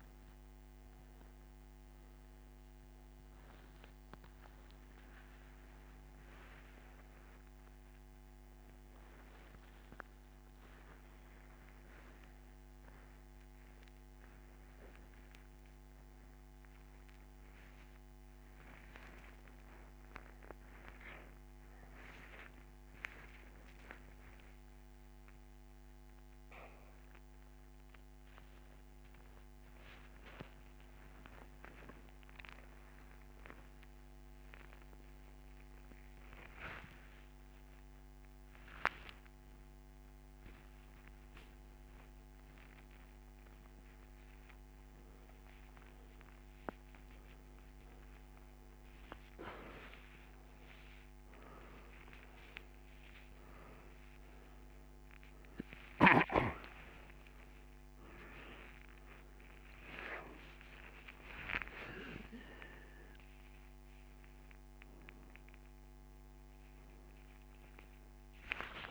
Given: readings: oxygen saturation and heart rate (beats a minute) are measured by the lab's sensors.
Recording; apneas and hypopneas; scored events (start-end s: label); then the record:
a person awake in a sleep study, by a microphone on the trachea; none
15.00-32.00 s: oxygen desaturation (device-marked, oxygen 94% before, 90% lowest, heart rate 112 before, 96 extreme)
53.00-68.91 s: oxygen desaturation (device-marked, oxygen 98% before, 85% lowest)
From the record:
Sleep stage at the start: awake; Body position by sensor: on the back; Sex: male